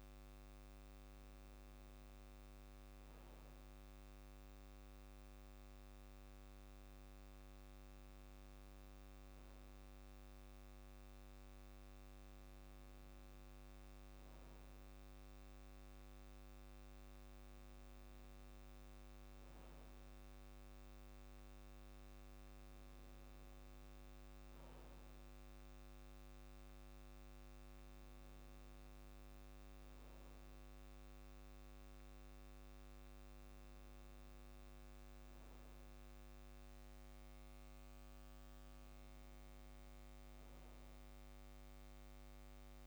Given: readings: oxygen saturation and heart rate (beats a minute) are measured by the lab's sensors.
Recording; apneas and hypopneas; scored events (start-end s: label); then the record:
breathing in sleep, hard to hear, by a microphone on the trachea; none
none scored
From the record:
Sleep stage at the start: N2 (light sleep); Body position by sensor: on the back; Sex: male